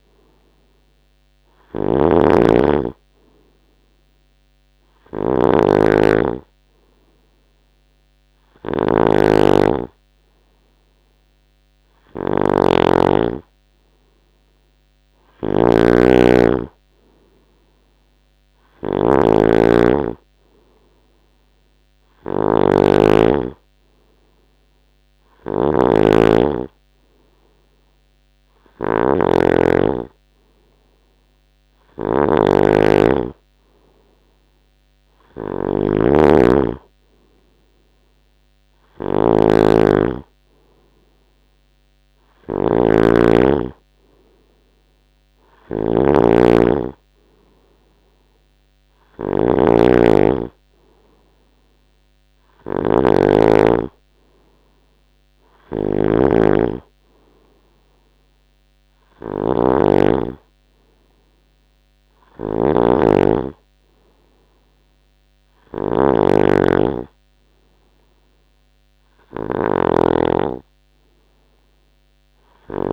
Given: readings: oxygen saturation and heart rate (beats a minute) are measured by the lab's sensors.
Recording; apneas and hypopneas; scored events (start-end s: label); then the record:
breathing in sleep by a microphone on the trachea; none
0.00-72.92 s: snoring (device-marked)
From the record:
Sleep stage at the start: N2 (light sleep); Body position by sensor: on the right side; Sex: male